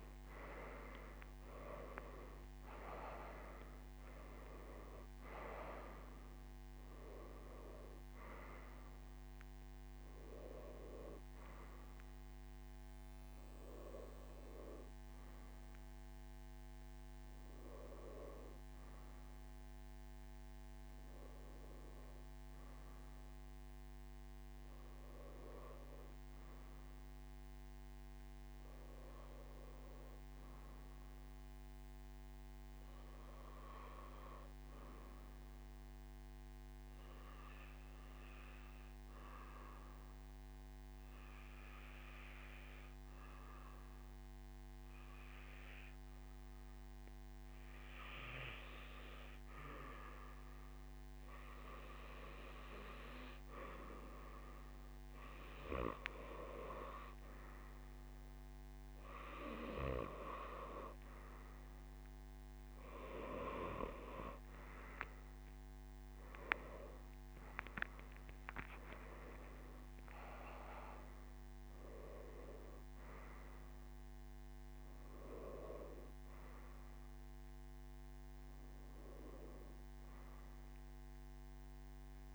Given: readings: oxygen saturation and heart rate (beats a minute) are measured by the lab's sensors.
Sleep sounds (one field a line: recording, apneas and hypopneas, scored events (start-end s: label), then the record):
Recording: breathing in sleep by a microphone on the trachea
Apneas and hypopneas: 1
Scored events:
36.50-52.50 s: obstructive apnea (oxygen 97% before, 93% lowest, heart rate 68 before, 59 extreme, up 4 after)
From the record:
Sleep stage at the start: N1 (lightest sleep)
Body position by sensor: on the right side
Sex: male